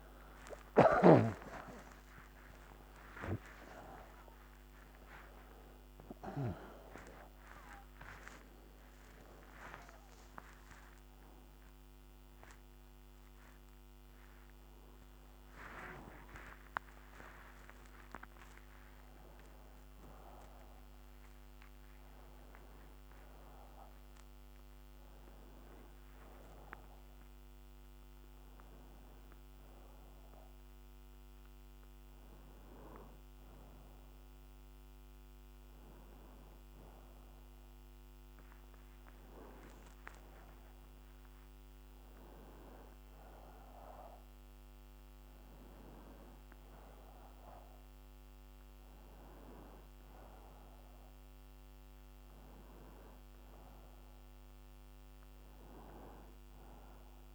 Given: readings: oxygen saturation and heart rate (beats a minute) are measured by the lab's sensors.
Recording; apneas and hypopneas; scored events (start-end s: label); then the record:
a person partly awake in a sleep study, by a microphone on the trachea; none
6.50-57.35 s: new sleep stage, N1 (lightest sleep)
34.50-57.35 s: oxygen desaturation (device-marked, oxygen 96% before, 90% lowest, heart rate 102 before, 83 extreme)
From the record:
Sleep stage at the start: awake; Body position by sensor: on the back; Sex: male